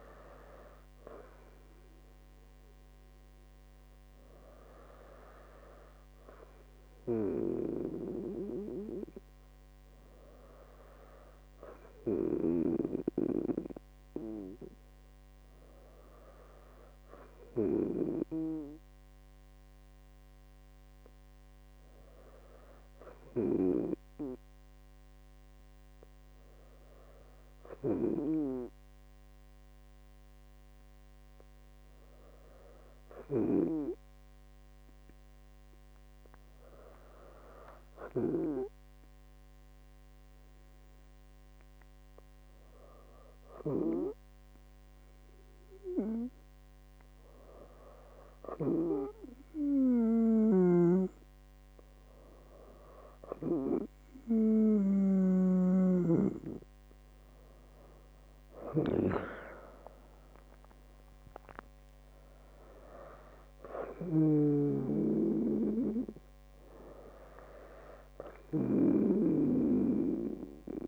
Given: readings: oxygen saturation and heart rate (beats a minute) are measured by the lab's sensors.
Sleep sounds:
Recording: breathing in sleep by a microphone on the trachea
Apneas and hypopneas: 1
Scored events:
2.50-50.50 s: hypopnea (oxygen 97% before, 97% lowest, heart rate 74 before, 67 extreme, up 2 after)
54.00-58.00 s: arousal
From the record:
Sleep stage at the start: N2 (light sleep)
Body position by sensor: on the right side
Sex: female

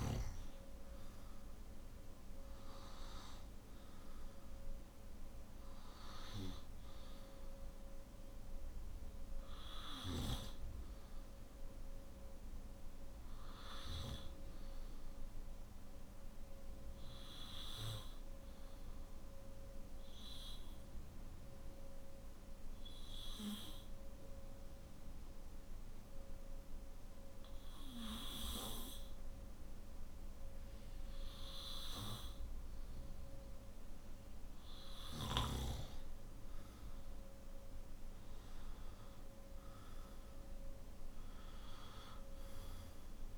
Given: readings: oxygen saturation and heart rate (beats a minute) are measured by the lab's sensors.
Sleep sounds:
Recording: breathing in sleep by a room microphone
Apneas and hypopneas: 1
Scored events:
0.00-5.50 s: oxygen desaturation (device-marked, oxygen 93% lowest, heart rate 52 extreme)
19.00-34.50 s: obstructive apnea (oxygen 97% before, 93% lowest, heart rate 58 before, 49 extreme, up 6 after)
30.50-43.38 s: new sleep stage, N3 (deep sleep)
35.50-43.38 s: oxygen desaturation (device-marked, oxygen 97% before, 93% lowest, heart rate 56 before, 49 extreme)
From the record:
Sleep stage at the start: N2 (light sleep)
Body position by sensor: on the back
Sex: male

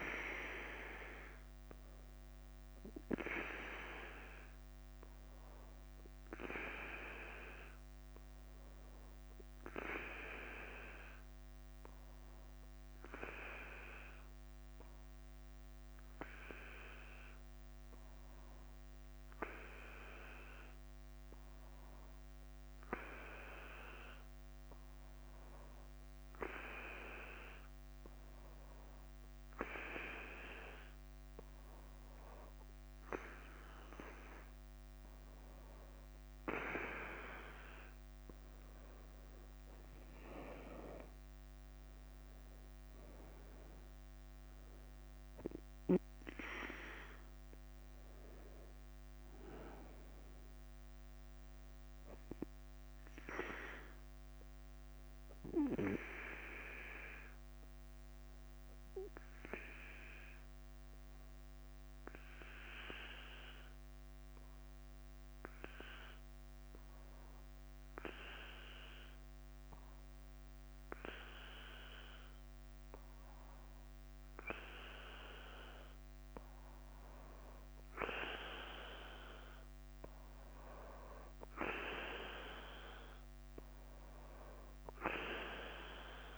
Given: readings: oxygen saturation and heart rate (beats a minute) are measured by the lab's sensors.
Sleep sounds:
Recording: breathing in sleep by a microphone on the trachea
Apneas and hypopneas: 2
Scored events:
0.00-28.50 s: bradycardia (device-marked, heart rate 46 extreme)
7.50-31.00 s: hypopnea (oxygen 99% before, 95% lowest, heart rate 50 before, 45 extreme, up 12 after)
32.50-86.38 s: bradycardia (device-marked, heart rate 51 before, 42 extreme)
39.00-42.00 s: arousal
46.50-53.50 s: oxygen desaturation (device-marked, oxygen 98% before, 95% lowest, heart rate 53 before, 48 extreme)
55.00-76.00 s: obstructive apnea (oxygen 98% before, 94% lowest, heart rate 52 before, 48 extreme, up 1 after)
From the record:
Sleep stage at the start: N2 (light sleep)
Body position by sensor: on the back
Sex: male

